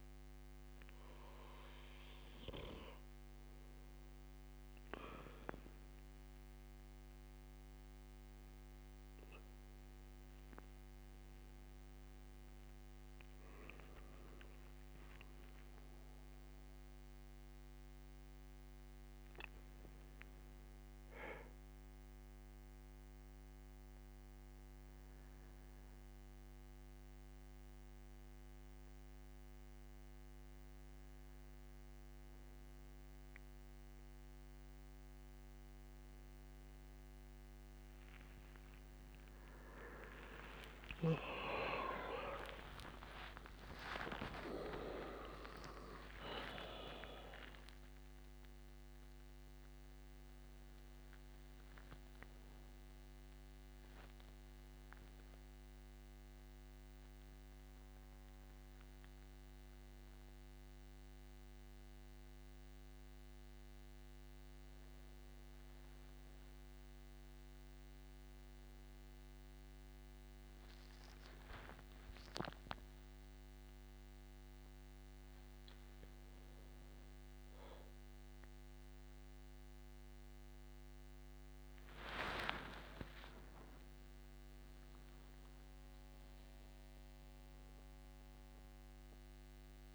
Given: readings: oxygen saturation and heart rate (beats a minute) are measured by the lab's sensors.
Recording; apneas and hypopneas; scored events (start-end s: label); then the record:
a person partly awake in a sleep study, by a microphone on the trachea; none
19.00-49.00 s: new sleep stage, N1 (lightest sleep)
40.00-47.00 s: tachycardia (device-marked, heart rate 82 before, 110 extreme)
43.50-45.50 s: long interval between heartbeats (device-marked, heart rate 86 before, 107 extreme)
49.00-89.95 s: new sleep stage, awake
From the record:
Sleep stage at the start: N2 (light sleep); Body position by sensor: on the back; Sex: male